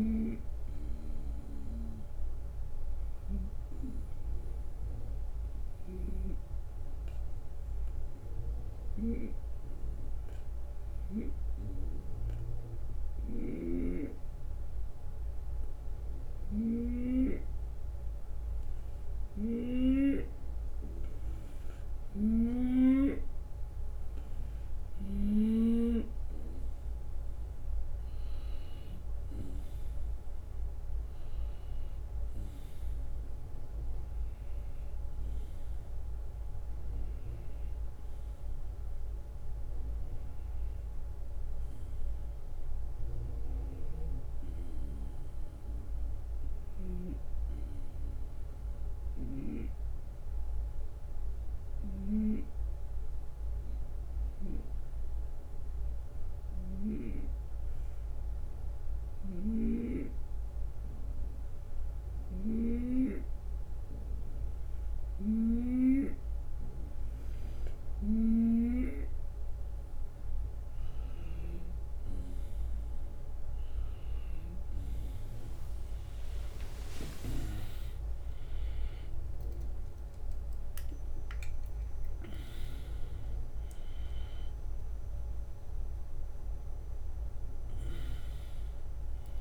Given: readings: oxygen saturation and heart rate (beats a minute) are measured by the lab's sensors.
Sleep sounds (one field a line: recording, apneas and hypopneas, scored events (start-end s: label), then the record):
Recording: a person partly awake in a sleep study, by a room microphone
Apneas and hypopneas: 2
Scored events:
6.50-21.50 s: hypopnea (oxygen 95% before, 92% lowest)
25.00-29.00 s: arousal
30.50-32.50 s: long interval between heartbeats (device-marked)
46.50 s: drop in pulse transit time (device-marked)
47.00-62.00 s: hypopnea (oxygen 94% before, 91% lowest)
60.50-89.41 s: new sleep stage, awake
78.00-80.00 s: long interval between heartbeats (device-marked)
82.50-89.41 s: drop in pulse transit time (device-marked)
84.50-86.50 s: long interval between heartbeats (device-marked)
88.00-89.41 s: long interval between heartbeats (device-marked)
From the record:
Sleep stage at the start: N2 (light sleep)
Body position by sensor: on the right side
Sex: male